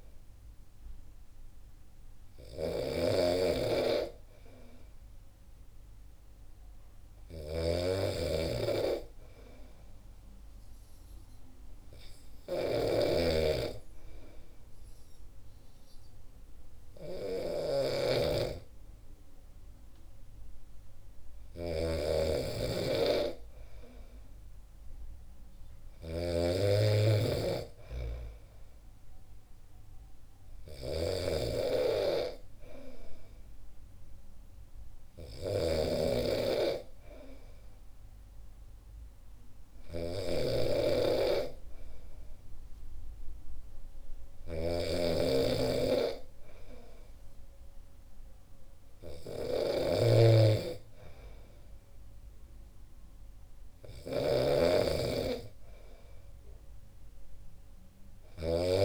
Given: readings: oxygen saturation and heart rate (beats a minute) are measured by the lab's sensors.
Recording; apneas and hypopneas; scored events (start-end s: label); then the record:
breathing in sleep by a room microphone; 2
0.00-58.85 s: snoring (device-marked)
10.00-23.50 s: hypopnea (oxygen 95% before, 92% lowest, heart rate 65 before, 64 extreme, up 2 after)
25.50-28.50 s: arousal
31.00-46.00 s: oxygen desaturation (device-marked, oxygen 95% before, 92% lowest, heart rate 65 before, 63 extreme)
35.50-49.50 s: hypopnea (oxygen 96% before, 92% lowest, heart rate 65 before, 63 extreme, up 1 after)
52.00-55.50 s: arousal
From the record:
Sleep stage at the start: N2 (light sleep); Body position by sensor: on the back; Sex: male